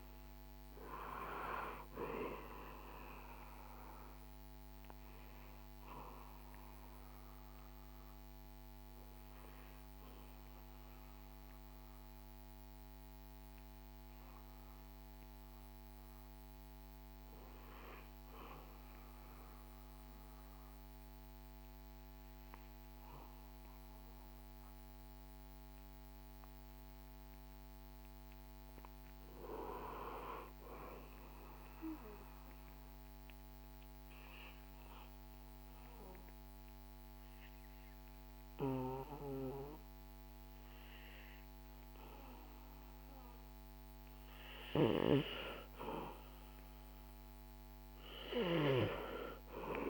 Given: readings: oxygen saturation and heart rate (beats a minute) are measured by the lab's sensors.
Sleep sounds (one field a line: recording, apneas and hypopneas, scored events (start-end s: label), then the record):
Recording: breathing in sleep by a microphone on the trachea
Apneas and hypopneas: 2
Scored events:
0.00-18.00 s: oxygen desaturation (device-marked, oxygen 89% lowest, heart rate 60 extreme)
4.00-24.50 s: obstructive apnea (oxygen 99% before, 89% lowest, heart rate 64 before, 61 extreme, up 4 after)
26.00-29.50 s: arousal
33.00-45.50 s: obstructive apnea (oxygen 98% before, 93% lowest, heart rate 65 before, 58 extreme, up 7 after)
48.00-49.90 s: arousal
From the record:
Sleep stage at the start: REM sleep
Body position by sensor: on the back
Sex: male